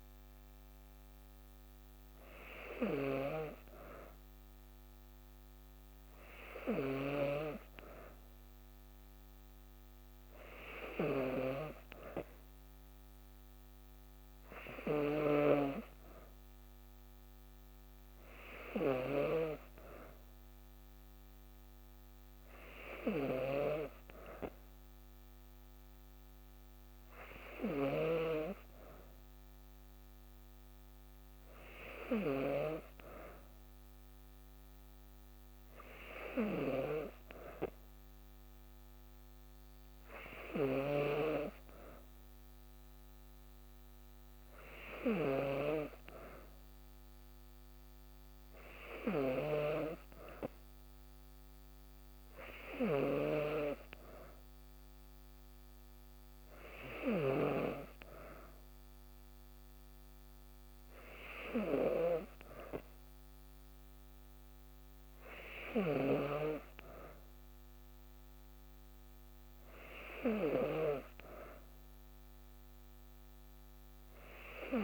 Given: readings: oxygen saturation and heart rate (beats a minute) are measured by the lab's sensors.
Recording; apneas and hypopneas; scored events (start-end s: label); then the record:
breathing in sleep by a microphone on the trachea; none
none scored
From the record:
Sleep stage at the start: N2 (light sleep); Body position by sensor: on the back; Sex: female